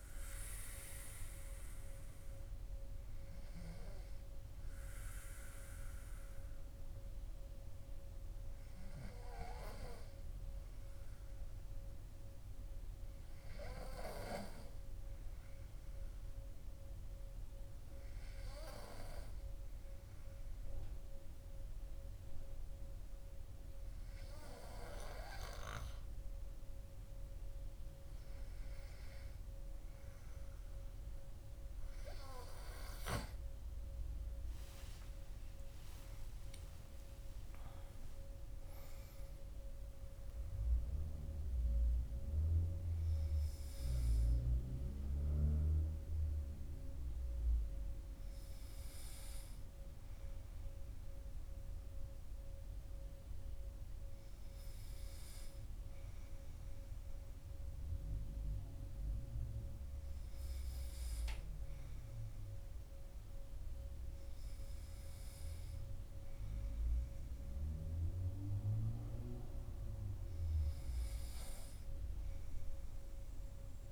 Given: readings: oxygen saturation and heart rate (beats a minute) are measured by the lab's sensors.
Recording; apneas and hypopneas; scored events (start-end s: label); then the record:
breathing in sleep by a room microphone; none
34.00-39.00 s: arousal
From the record:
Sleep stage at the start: N2 (light sleep); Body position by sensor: on the back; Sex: male